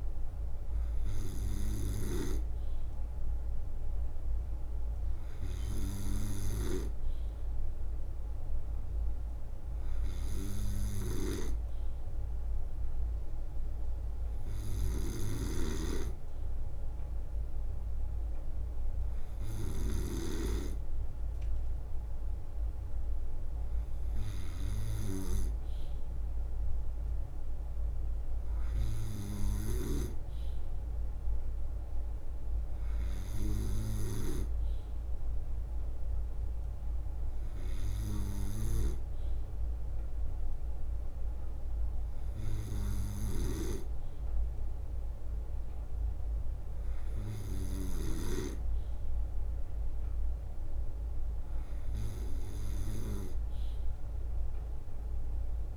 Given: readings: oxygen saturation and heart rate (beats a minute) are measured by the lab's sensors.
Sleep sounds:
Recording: breathing in sleep by a room microphone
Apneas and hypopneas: none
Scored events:
0.00-6.50 s: snoring (device-marked)
1.00-3.50 s: leg movement (device-marked)
5.50-8.00 s: leg movement (device-marked)
10.50-16.00 s: leg movement (device-marked)
14.50-19.50 s: snoring (device-marked)
17.00-19.00 s: leg movement (device-marked)
25.00-26.00 s: leg movement (device-marked)
28.00-30.50 s: leg movement (device-marked)
35.00-43.00 s: leg movement (device-marked)
40.50-52.50 s: drop in pulse transit time (device-marked, heart rate 65 before, 64 extreme)
43.00-48.00 s: snoring (device-marked)
51.50-55.50 s: leg movement (device-marked)
From the record:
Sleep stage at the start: N2 (light sleep)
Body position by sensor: on the right side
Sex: male

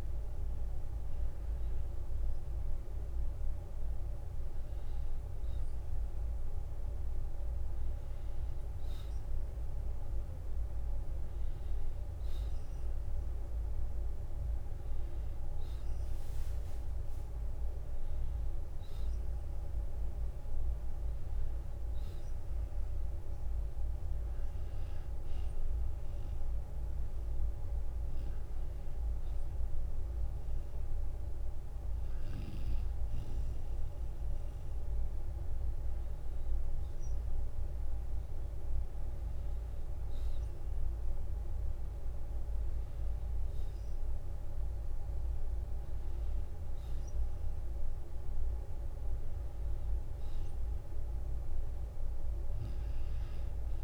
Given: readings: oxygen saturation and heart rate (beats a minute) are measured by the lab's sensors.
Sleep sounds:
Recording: breathing in sleep, hard to hear, by a room microphone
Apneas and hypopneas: none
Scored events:
0.50-53.84 s: new sleep stage, N2 (light sleep)
43.50-45.50 s: long interval between heartbeats (device-marked, heart rate 62 before, 69 extreme)
From the record:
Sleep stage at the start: N1 (lightest sleep)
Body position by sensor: on the back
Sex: male

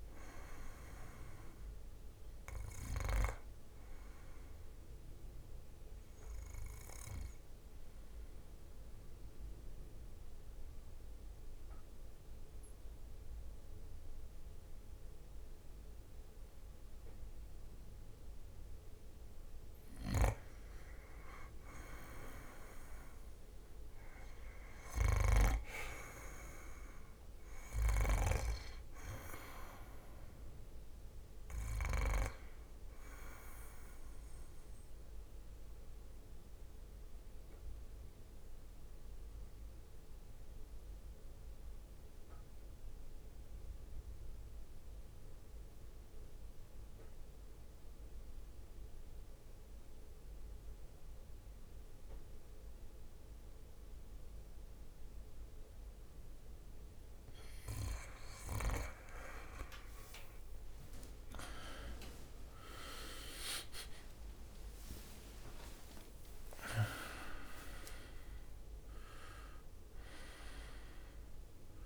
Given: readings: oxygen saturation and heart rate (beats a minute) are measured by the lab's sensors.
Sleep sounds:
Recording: breathing in sleep by a room microphone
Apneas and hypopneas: 2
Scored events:
8.00-20.00 s: obstructive apnea (oxygen 97% before, 92% lowest, heart rate 63 before, 54 extreme, up 7 after)
21.50-25.00 s: arousal
26.00-42.00 s: oxygen desaturation (device-marked, oxygen 97% before, 92% lowest, heart rate 61 before, 54 extreme)
38.50-58.00 s: mixed apnea (oxygen 97% before, 91% lowest, heart rate 62 before, 54 extreme, up 25 after)
59.00-63.50 s: arousal
59.50-67.50 s: leg movement (device-marked)
61.00-71.86 s: oxygen desaturation (device-marked, oxygen 97% before, 93% lowest, heart rate 57 before, 56 extreme)
65.00-67.00 s: long interval between heartbeats (device-marked, heart rate 59 before, 80 extreme)
67.00-71.86 s: drop in pulse transit time (device-marked, heart rate 61 before, 73 extreme)
From the record:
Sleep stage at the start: N2 (light sleep)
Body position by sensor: on the back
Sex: male

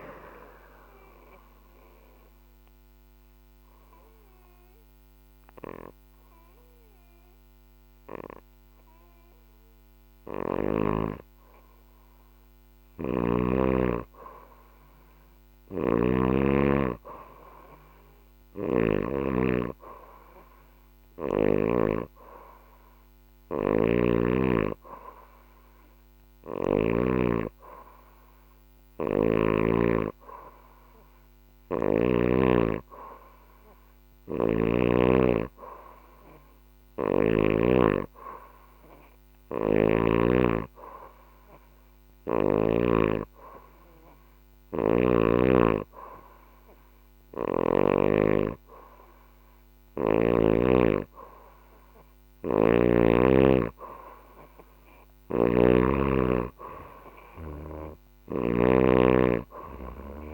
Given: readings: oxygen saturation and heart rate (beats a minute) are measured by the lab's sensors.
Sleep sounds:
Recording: breathing in sleep by a microphone on the trachea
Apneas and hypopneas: none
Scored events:
17.50-21.00 s: snoring (device-marked)
23.00-26.50 s: snoring (device-marked)
38.50-42.00 s: snoring (device-marked)
51.50-58.00 s: snoring (device-marked)
From the record:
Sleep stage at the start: N2 (light sleep)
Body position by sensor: on the back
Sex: female

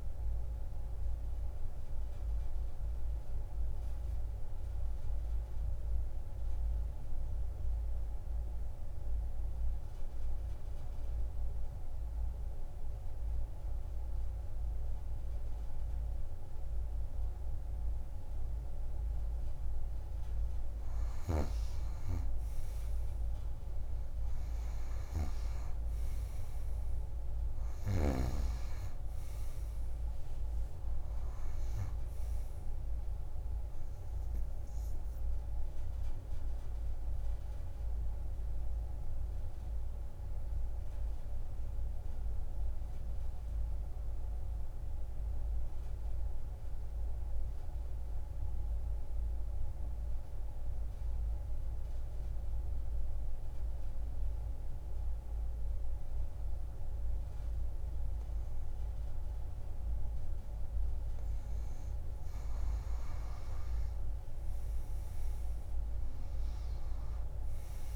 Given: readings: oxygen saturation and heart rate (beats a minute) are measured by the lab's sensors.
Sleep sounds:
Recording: breathing in sleep, hard to hear, by a room microphone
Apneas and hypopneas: 2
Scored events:
0.00-14.50 s: oxygen desaturation (device-marked, oxygen 89% lowest)
1.00-19.50 s: obstructive apnea (oxygen 97% before, 88% lowest)
23.00-26.50 s: arousal
26.50-49.50 s: oxygen desaturation (device-marked, oxygen 97% before, 89% lowest)
35.50-61.00 s: obstructive apnea (oxygen 98% before, 87% lowest)
60.50-67.96 s: oxygen desaturation (device-marked, oxygen 97% before, 87% lowest)
65.00-67.96 s: arousal
From the record:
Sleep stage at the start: N2 (light sleep)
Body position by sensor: on the back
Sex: female

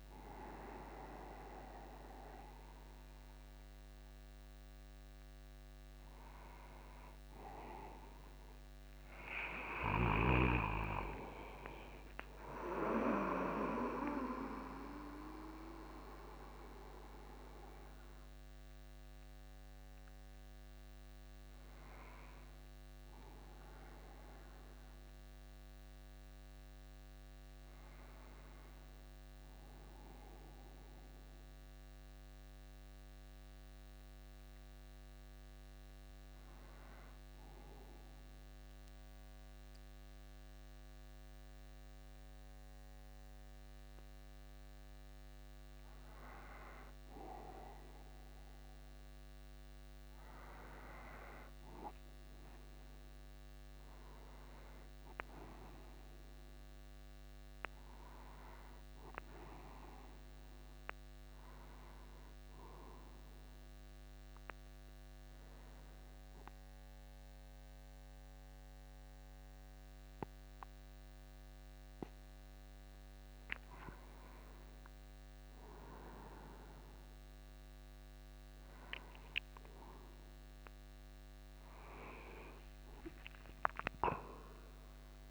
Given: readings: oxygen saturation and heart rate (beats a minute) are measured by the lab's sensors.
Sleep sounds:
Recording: a person partly awake in a sleep study, by a microphone on the trachea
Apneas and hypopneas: 1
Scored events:
11.00-13.00 s: long interval between heartbeats (device-marked, heart rate 51 before, 58 extreme)
13.00-15.00 s: long interval between heartbeats (device-marked, heart rate 52 before, 78 extreme)
16.50-18.50 s: long interval between heartbeats (device-marked, heart rate 57 before, 81 extreme)
22.50-24.50 s: long interval between heartbeats (device-marked, heart rate 63 before, 59 extreme)
23.50-85.31 s: new sleep stage, N1 (lightest sleep)
59.00-61.00 s: long interval between heartbeats (device-marked, heart rate 51 before, 58 extreme)
63.50-74.50 s: obstructive apnea (oxygen 98% before, 95% lowest, heart rate 53 before, 51 extreme, up 18 after)
77.00-79.00 s: long interval between heartbeats (device-marked, heart rate 55 before, 60 extreme)
84.00-85.31 s: arousal
From the record:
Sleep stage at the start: awake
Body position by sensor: upright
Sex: male

